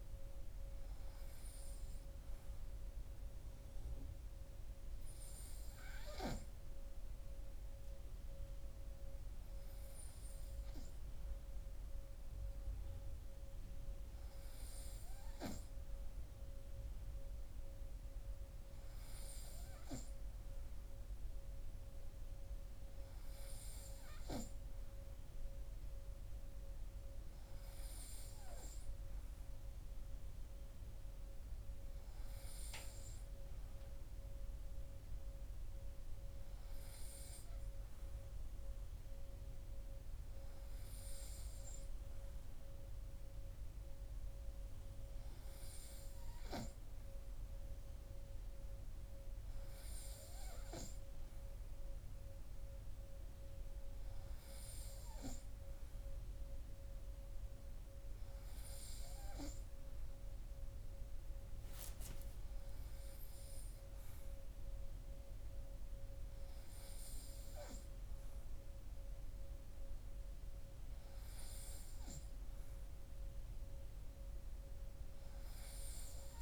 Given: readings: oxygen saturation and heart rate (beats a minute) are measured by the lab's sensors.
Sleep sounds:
breathing in sleep, hard to hear, by a room microphone; none
none scored
From the record:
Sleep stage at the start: N3 (deep sleep); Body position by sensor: on the right side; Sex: male

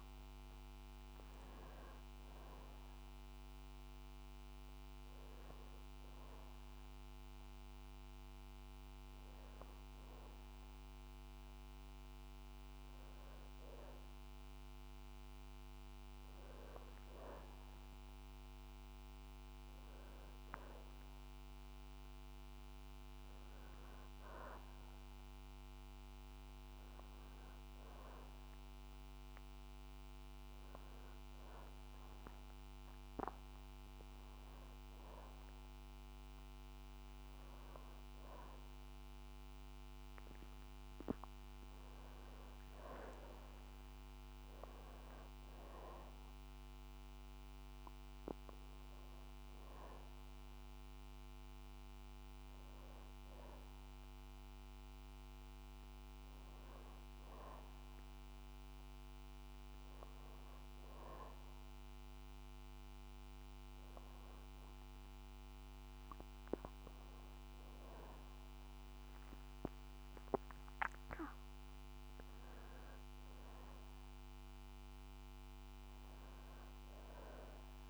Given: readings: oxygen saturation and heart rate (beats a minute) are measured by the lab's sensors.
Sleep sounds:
breathing in sleep, hard to hear, by a microphone on the trachea; none
0.00-1.00 s: arousal
18.00-22.00 s: arousal
From the record:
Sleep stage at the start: N2 (light sleep); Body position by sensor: on the back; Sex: female

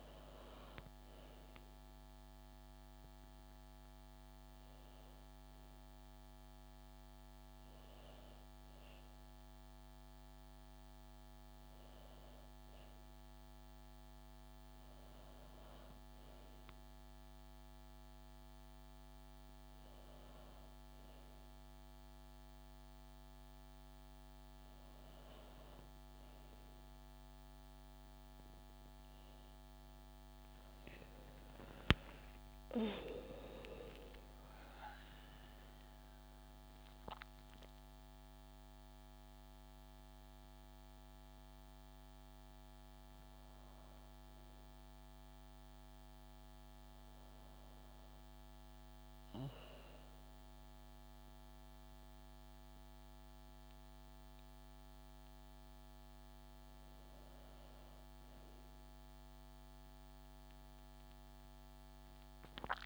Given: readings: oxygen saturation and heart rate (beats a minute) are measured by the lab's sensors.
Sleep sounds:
breathing in sleep by a microphone on the trachea; none
none scored
From the record:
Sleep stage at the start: N1 (lightest sleep); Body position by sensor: on the back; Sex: female

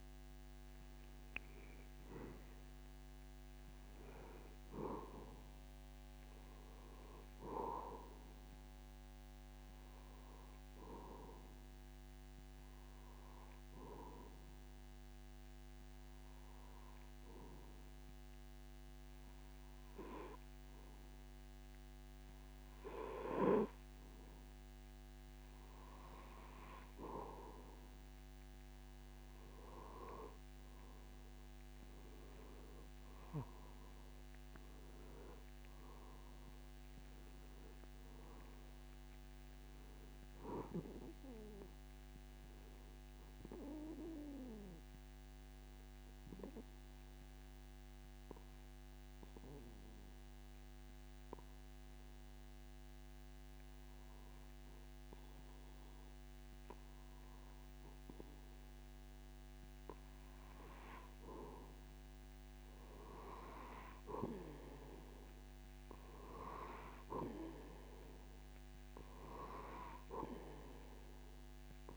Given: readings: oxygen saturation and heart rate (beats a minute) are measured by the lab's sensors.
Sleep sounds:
breathing in sleep by a microphone on the trachea; 2
14.50-26.00 s: obstructive apnea (oxygen 94% before, 90% lowest)
30.50-34.00 s: arousal
33.50-41.50 s: oxygen desaturation (device-marked, oxygen 93% before, 90% lowest)
46.50-60.50 s: obstructive apnea (oxygen 94% before, 90% lowest)
64.00-67.50 s: arousal
From the record:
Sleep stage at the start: N2 (light sleep); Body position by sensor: on the back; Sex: male

